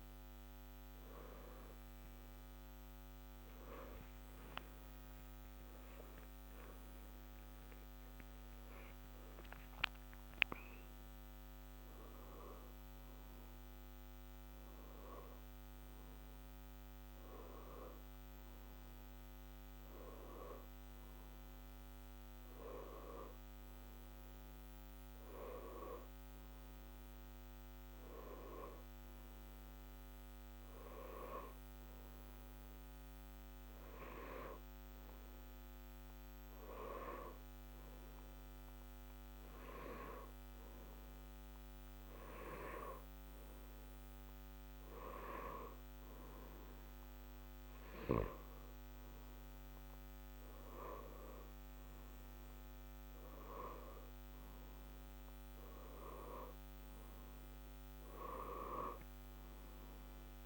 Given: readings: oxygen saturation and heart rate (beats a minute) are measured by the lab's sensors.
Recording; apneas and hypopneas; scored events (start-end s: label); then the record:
a person partly awake in a sleep study, by a microphone on the trachea; 1
5.00-60.46 s: new sleep stage, N1 (lightest sleep)
31.50-46.50 s: hypopnea (oxygen 91% before, 88% lowest, heart rate 66 before, 64 extreme, up 0 after)
48.50-52.50 s: arousal
From the record:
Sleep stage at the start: awake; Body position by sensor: on the back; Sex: male